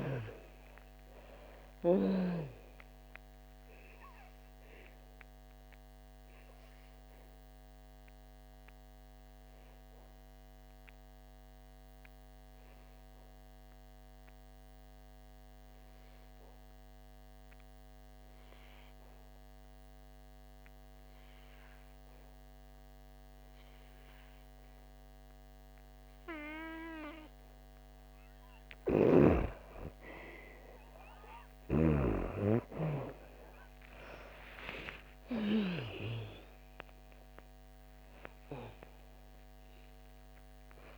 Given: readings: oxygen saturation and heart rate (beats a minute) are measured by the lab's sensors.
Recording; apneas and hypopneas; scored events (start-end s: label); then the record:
breathing in sleep by a microphone on the trachea; 1
4.00-28.50 s: obstructive apnea (oxygen 96% before, 87% lowest, heart rate 61 before, 54 extreme, up 22 after)
7.50-27.50 s: oxygen desaturation (device-marked, oxygen 96% before, 88% lowest, heart rate 64 before, 54 extreme)
29.00-32.50 s: snoring (device-marked)
29.50-40.98 s: oxygen desaturation (device-marked, oxygen 98% before, 87% lowest, heart rate 57 before, 55 extreme)
30.50-35.00 s: arousal
From the record:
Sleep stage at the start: N2 (light sleep); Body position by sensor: on the back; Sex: female